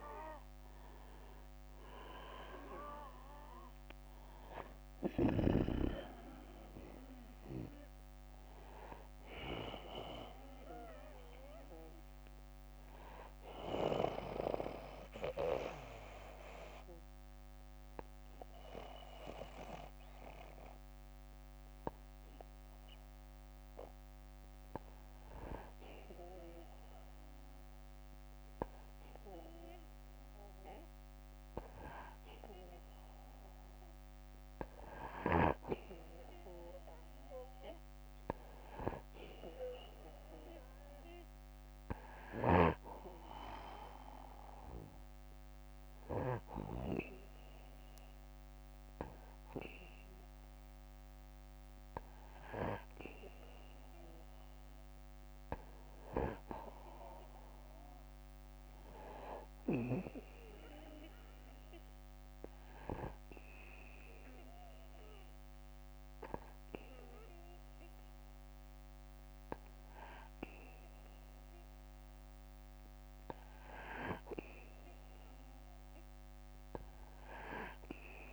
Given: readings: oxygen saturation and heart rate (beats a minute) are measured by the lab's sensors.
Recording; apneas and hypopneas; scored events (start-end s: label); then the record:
breathing in sleep by a microphone on the trachea; 1
11.50-24.00 s: obstructive apnea (oxygen 93% before, 90% lowest, heart rate 66 before, 57 extreme, up 2 after)
18.50-29.50 s: oxygen desaturation (device-marked, oxygen 93% before, 90% lowest, heart rate 65 before, 58 extreme)
29.50-34.50 s: arousal
38.50-50.50 s: oxygen desaturation (device-marked, oxygen 98% before, 94% lowest, heart rate 59 before, 59 extreme)
From the record:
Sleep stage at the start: N2 (light sleep); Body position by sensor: on the back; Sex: male